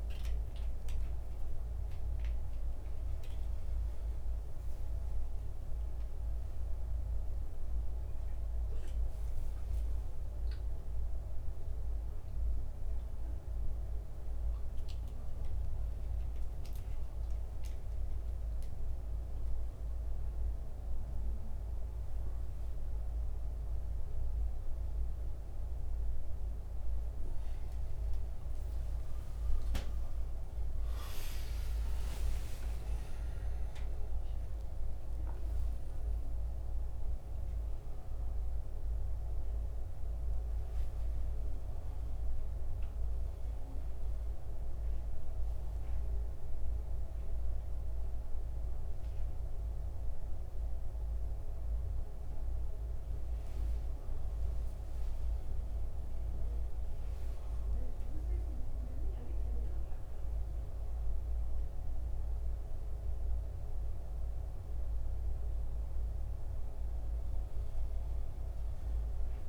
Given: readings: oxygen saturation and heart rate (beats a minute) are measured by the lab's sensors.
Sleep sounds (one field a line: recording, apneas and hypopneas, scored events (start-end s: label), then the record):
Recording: a person awake in a sleep study, hard to hear, by a room microphone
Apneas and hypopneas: none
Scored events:
0.00-28.00 s: oxygen desaturation (device-marked, oxygen 81% lowest, heart rate 80 extreme)
38.00-69.49 s: new sleep stage, N1 (lightest sleep)
61.00-69.49 s: oxygen desaturation (device-marked, oxygen 97% before, 92% lowest, heart rate 82 before, 79 extreme)
From the record:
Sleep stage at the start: awake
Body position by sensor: on the back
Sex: male